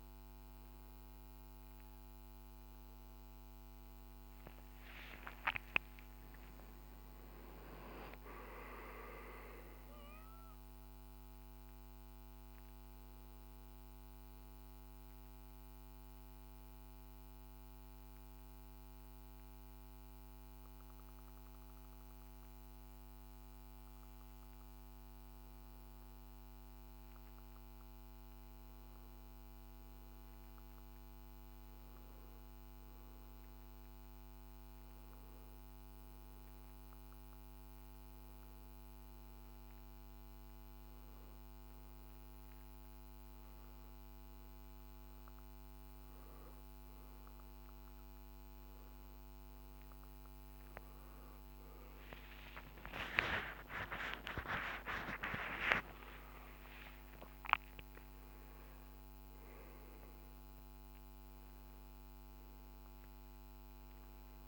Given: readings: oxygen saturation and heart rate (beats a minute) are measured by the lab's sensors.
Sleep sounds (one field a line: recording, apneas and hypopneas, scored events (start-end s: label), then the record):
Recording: breathing in sleep by a microphone on the trachea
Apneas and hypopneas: 1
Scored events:
6.00-10.50 s: arousal
16.50-27.00 s: obstructive apnea (oxygen 96% before, 93% lowest, heart rate 65 before, 57 extreme, up 0 after)
28.50-32.00 s: arousal
53.50-57.50 s: arousal
54.50-64.48 s: oxygen desaturation (device-marked, oxygen 96% before, 93% lowest, heart rate 61 before, 56 extreme)
From the record:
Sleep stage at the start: N2 (light sleep)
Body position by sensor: on the back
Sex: male